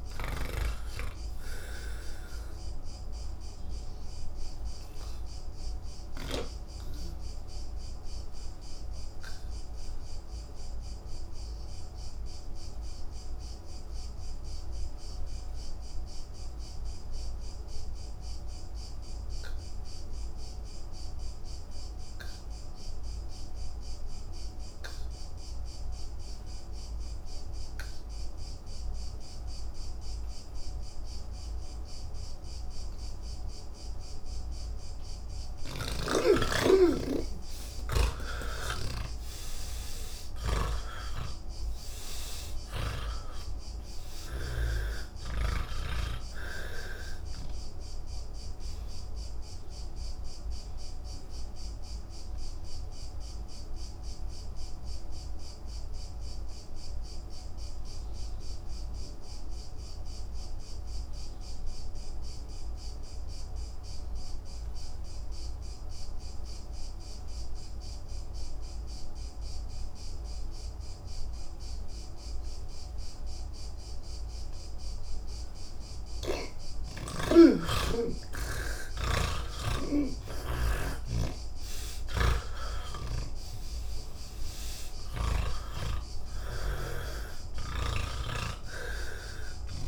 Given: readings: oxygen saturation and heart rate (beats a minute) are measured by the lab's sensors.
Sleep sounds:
breathing in sleep by a room microphone; 2
0.00-6.50 s: snoring (device-marked)
0.00-18.50 s: oxygen desaturation (device-marked, oxygen 81% lowest, heart rate 69 extreme)
2.00-34.00 s: obstructive apnea (oxygen 98% before, 78% lowest, heart rate 154 before, 69 extreme, up 42 after)
30.50-68.50 s: oxygen desaturation (device-marked, oxygen 98% before, 78% lowest, heart rate 126 before, 85 extreme)
40.50-45.00 s: snoring (device-marked)
48.00-76.50 s: obstructive apnea (oxygen 98% before, 78% lowest, heart rate 118 before, 119 extreme, up 28 after)
74.50-89.88 s: oxygen desaturation (device-marked, oxygen 98% before, 78% lowest, heart rate 166 before, 98 extreme)
81.00-85.50 s: snoring (device-marked)
From the record:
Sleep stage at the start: N2 (light sleep); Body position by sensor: on the back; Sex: male

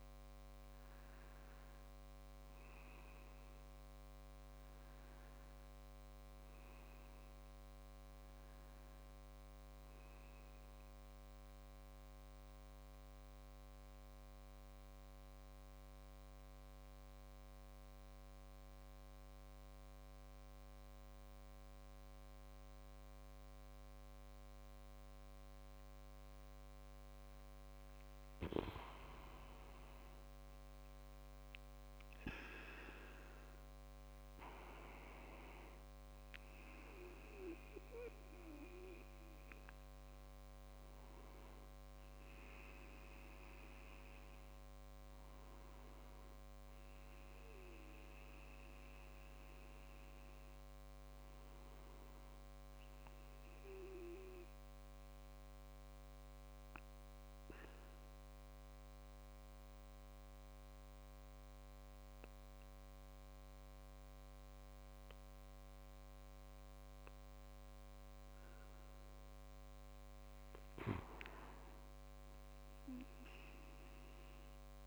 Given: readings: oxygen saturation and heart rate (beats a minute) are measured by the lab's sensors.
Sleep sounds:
breathing in sleep by a microphone on the trachea; 2
9.50-15.50 s: tachycardia (device-marked)
10.50-28.50 s: central apnea (oxygen 98% before, 95% lowest)
31.50-35.00 s: arousal
31.50-51.50 s: oxygen desaturation (device-marked, oxygen 99% before, 95% lowest)
54.50-70.50 s: mixed apnea (oxygen 98% before, 95% lowest)
From the record:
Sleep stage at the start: N2 (light sleep); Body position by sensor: on the back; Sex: male

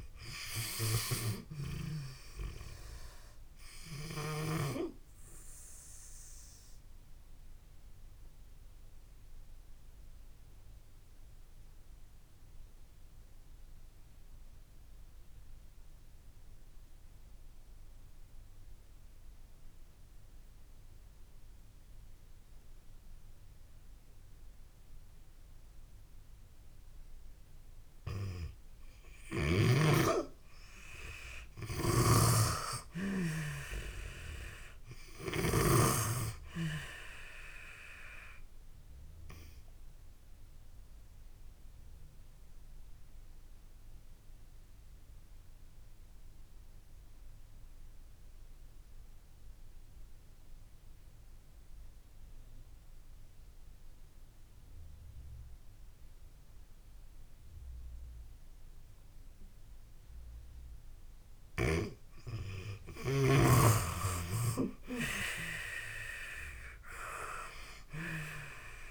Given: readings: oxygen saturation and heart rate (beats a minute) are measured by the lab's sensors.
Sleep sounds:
breathing in sleep by a room microphone; 2
0.50-26.50 s: oxygen desaturation (device-marked, oxygen 96% before, 81% lowest)
6.00-27.50 s: obstructive apnea (oxygen 96% before, 81% lowest)
29.00-33.00 s: arousal
31.50-35.50 s: snoring (device-marked)
38.50-60.50 s: obstructive apnea (oxygen 98% before, 84% lowest)
42.50-64.50 s: oxygen desaturation (device-marked, oxygen 96% before, 85% lowest)
65.00-68.91 s: arousal
From the record:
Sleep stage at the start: N2 (light sleep); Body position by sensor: on the back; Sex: female

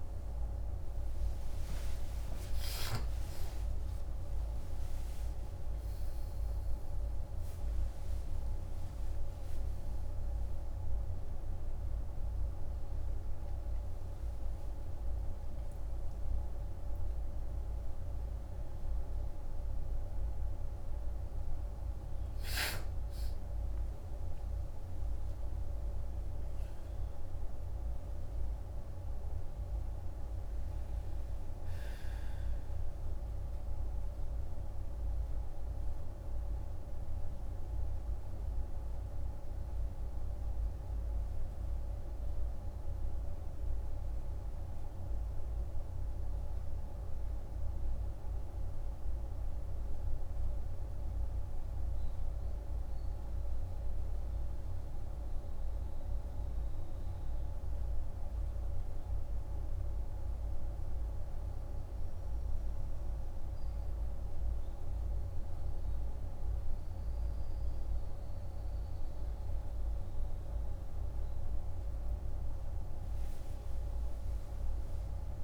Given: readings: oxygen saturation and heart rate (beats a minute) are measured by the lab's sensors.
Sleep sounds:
a person partly awake in a sleep study, hard to hear, by a room microphone; 1
21.50-75.44 s: new sleep stage, N2 (light sleep)
41.00-57.00 s: obstructive apnea (oxygen 98% before, 95% lowest, heart rate 59 before, 50 extreme, up 3 after)
58.50-63.00 s: arousal
59.50-71.50 s: oxygen desaturation (device-marked, oxygen 98% before, 95% lowest, heart rate 51 before, 52 extreme)
From the record:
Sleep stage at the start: awake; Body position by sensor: on the right side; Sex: male

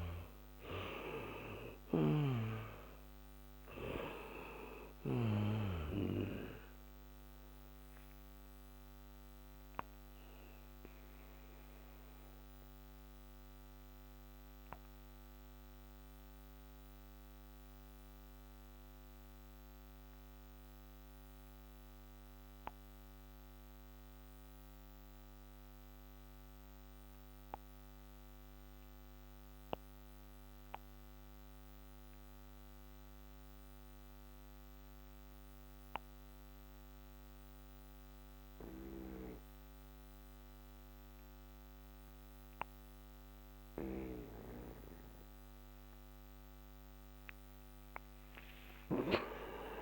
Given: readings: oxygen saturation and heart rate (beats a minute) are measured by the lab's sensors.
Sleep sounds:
breathing in sleep by a microphone on the trachea; 1
0.00-2.50 s: arousal
0.00-32.00 s: oxygen desaturation (device-marked, oxygen 86% lowest, heart rate 27 extreme)
8.00-45.00 s: obstructive apnea (oxygen 98% before, 86% lowest, heart rate 61 before, 44 extreme, up 2 after)
48.50-49.82 s: arousal
From the record:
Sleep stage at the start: N2 (light sleep); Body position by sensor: on the back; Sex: male

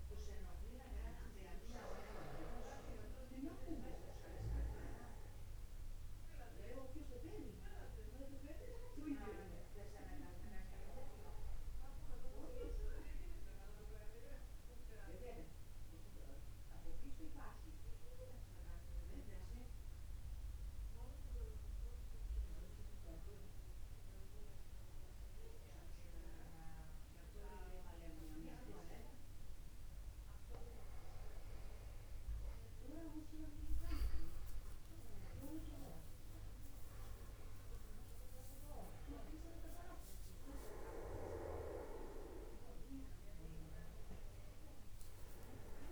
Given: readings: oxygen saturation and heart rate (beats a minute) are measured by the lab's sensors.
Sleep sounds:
breathing in sleep by a room microphone; 1
0.00-1.00 s: arousal
12.00-30.50 s: mixed apnea (oxygen 98% before, 95% lowest, heart rate 50 before, 49 extreme, up 1 after)
34.00-37.50 s: arousal
From the record:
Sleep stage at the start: N1 (lightest sleep); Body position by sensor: upright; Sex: male

